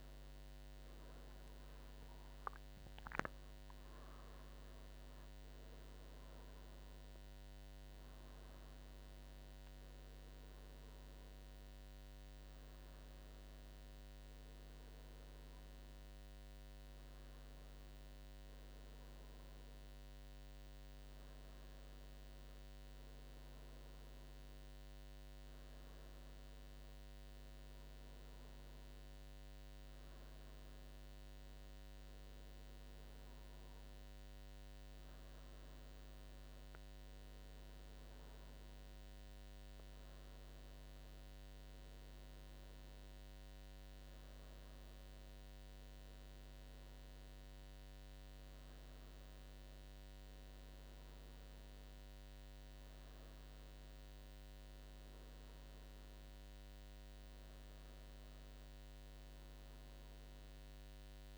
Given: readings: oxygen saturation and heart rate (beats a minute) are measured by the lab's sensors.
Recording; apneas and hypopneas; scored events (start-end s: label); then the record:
breathing in sleep, hard to hear, by a microphone on the trachea; none
2.00-5.50 s: arousal
From the record:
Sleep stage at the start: N1 (lightest sleep); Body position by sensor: on the right side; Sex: male